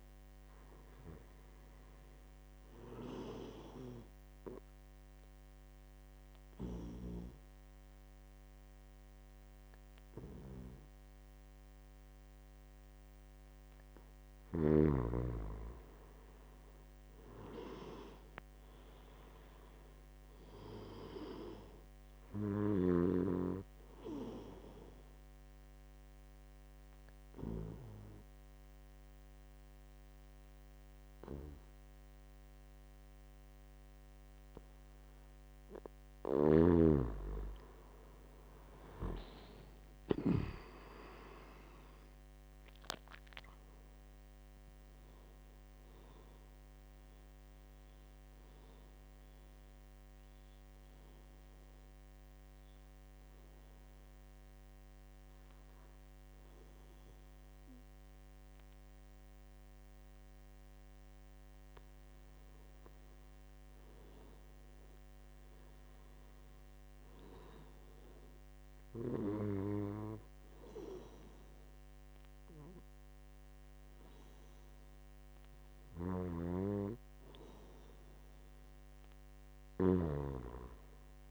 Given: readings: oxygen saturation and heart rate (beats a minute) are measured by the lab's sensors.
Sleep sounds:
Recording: breathing in sleep by a microphone on the trachea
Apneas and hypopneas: 3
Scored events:
4.50-15.00 s: obstructive apnea (oxygen 95% before, 90% lowest, heart rate 76 before, 74 extreme, up 2 after)
16.50-20.00 s: arousal
17.00-29.00 s: oxygen desaturation (device-marked, oxygen 95% before, 92% lowest, heart rate 74 before, 75 extreme)
25.50-37.00 s: obstructive apnea (oxygen 95% before, 90% lowest, heart rate 74 before, 76 extreme, up 4 after)
36.50-40.50 s: snoring (device-marked)
39.00-43.50 s: arousal
50.00-62.00 s: obstructive apnea (oxygen 97% before, 91% lowest, heart rate 78 before, 74 extreme)
63.50-67.00 s: arousal
74.00-81.31 s: oxygen desaturation (device-marked, oxygen 97% before, 93% lowest, heart rate 76 before, 74 extreme)
76.00-80.00 s: snoring (device-marked)
From the record:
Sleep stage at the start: N2 (light sleep)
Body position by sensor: on the back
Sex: male

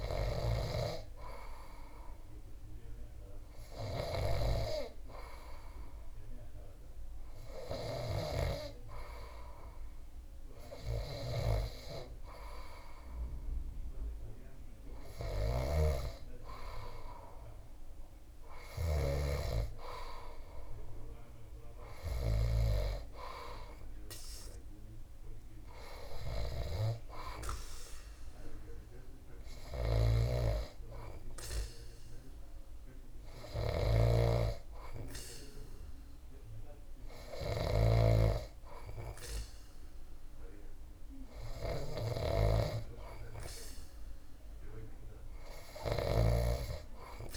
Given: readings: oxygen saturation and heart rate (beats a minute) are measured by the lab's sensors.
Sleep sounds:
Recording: breathing in sleep by a room microphone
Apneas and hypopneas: none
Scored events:
15.00-19.00 s: snoring (device-marked)
29.50-37.50 s: snoring (device-marked)
45.50-47.37 s: snoring (device-marked)
From the record:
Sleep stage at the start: N2 (light sleep)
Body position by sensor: on the back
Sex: male

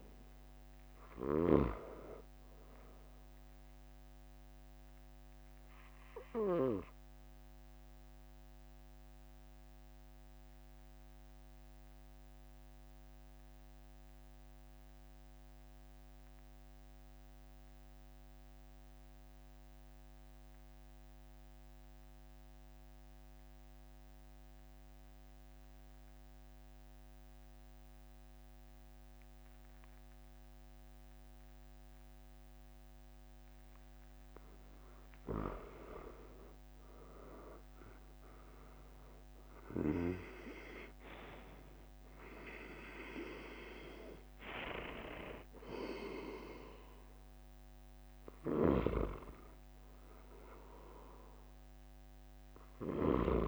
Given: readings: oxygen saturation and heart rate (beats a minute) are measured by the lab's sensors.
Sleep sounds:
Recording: breathing in sleep by a microphone on the trachea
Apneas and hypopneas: 1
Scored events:
0.00-2.00 s: snoring (device-marked)
0.00-9.50 s: oxygen desaturation (device-marked, oxygen 93% lowest, heart rate 41 extreme)
5.50-34.50 s: obstructive apnea (oxygen 97% before, 91% lowest, heart rate 46 before, 41 extreme, up 5 after)
36.50-41.00 s: arousal
36.50-53.48 s: oxygen desaturation (device-marked, oxygen 97% before, 91% lowest, heart rate 44 before, 42 extreme)
48.50-53.48 s: snoring (device-marked)
From the record:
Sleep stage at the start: N2 (light sleep)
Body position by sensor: on the back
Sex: male

